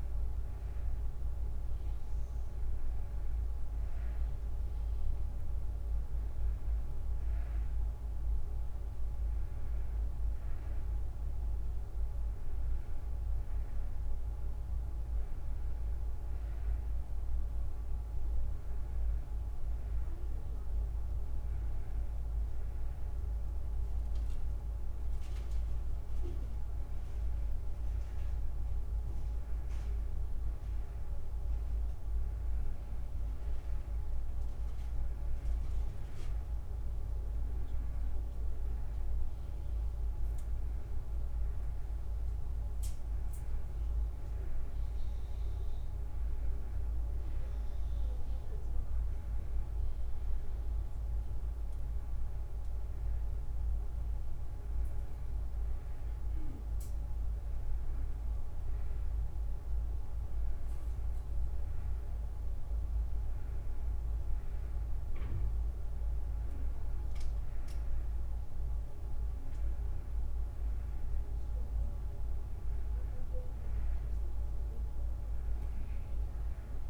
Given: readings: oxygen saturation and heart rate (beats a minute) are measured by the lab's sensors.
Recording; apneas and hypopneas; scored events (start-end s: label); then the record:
a person awake in a sleep study, hard to hear, by a room microphone; none
none scored
From the record:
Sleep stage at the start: awake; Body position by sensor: on the right side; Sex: female